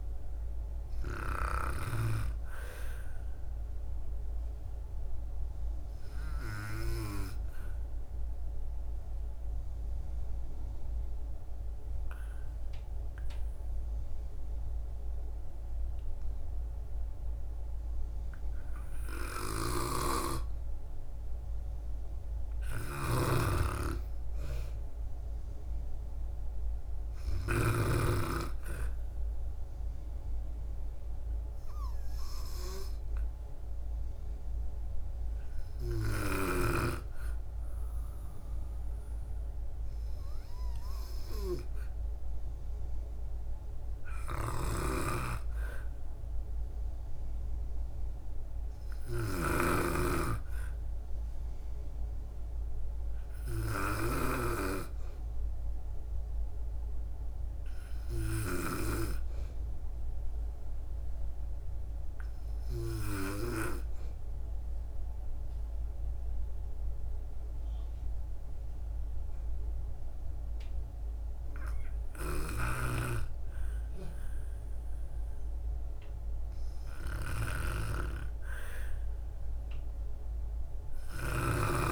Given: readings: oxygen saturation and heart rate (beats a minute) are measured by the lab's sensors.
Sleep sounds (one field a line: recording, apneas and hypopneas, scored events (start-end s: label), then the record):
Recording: breathing in sleep by a room microphone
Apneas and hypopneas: 2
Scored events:
0.00-17.00 s: oxygen desaturation (device-marked, oxygen 93% lowest, heart rate 59 extreme)
8.00-20.00 s: obstructive apnea (oxygen 97% before, 90% lowest, heart rate 62 before, 59 extreme, up 1 after)
19.50-28.00 s: snoring (device-marked)
24.00-28.00 s: arousal
27.00-43.00 s: oxygen desaturation (device-marked, oxygen 97% before, 90% lowest, heart rate 61 before, 60 extreme)
44.50-59.00 s: snoring (device-marked)
64.00-74.00 s: obstructive apnea (oxygen 97% before, 92% lowest, heart rate 64 before, 60 extreme)
72.50-81.50 s: snoring (device-marked)
75.50-79.00 s: arousal
78.00-81.92 s: oxygen desaturation (device-marked, oxygen 96% before, 92% lowest, heart rate 63 before, 60 extreme)
From the record:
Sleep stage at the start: N2 (light sleep)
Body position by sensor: on the back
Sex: female